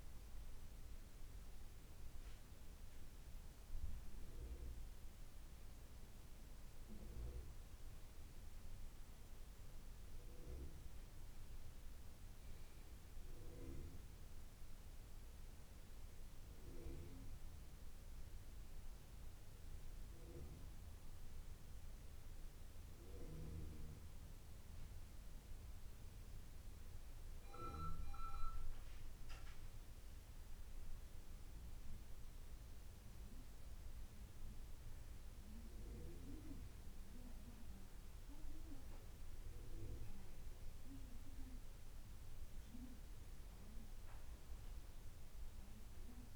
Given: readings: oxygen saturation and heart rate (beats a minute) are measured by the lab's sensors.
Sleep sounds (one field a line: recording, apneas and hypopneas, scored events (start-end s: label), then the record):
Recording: breathing in sleep by a room microphone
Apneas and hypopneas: none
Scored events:
none scored
From the record:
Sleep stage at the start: N2 (light sleep)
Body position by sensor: on the back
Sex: male